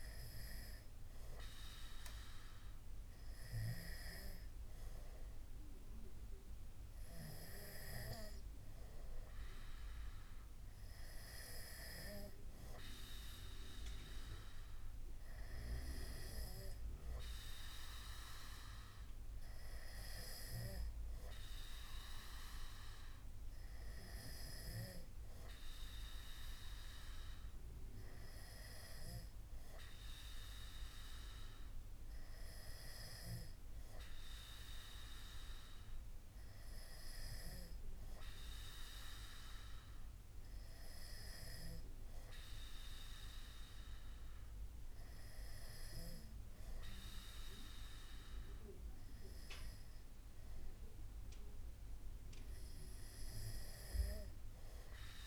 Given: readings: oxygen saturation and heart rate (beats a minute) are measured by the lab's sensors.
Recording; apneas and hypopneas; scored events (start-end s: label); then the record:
breathing in sleep by a room microphone; none
none scored
From the record:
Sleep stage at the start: N2 (light sleep); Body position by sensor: on the back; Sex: male